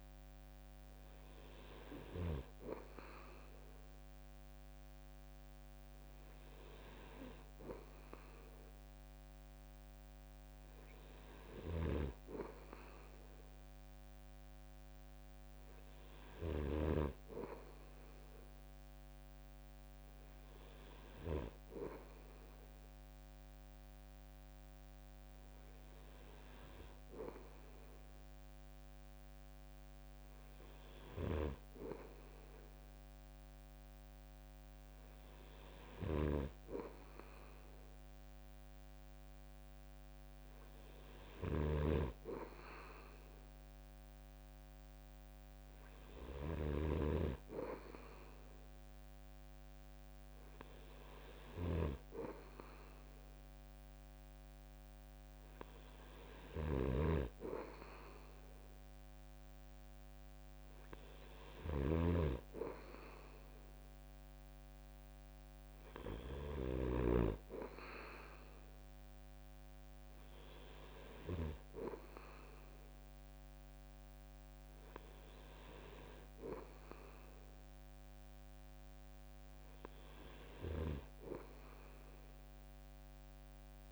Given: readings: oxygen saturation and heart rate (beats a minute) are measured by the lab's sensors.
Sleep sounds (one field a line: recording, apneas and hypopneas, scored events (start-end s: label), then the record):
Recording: breathing in sleep by a microphone on the trachea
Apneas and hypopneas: none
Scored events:
11.00-16.50 s: snoring (device-marked)
35.50-67.00 s: snoring (device-marked)
From the record:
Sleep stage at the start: N2 (light sleep)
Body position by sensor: on the right side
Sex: male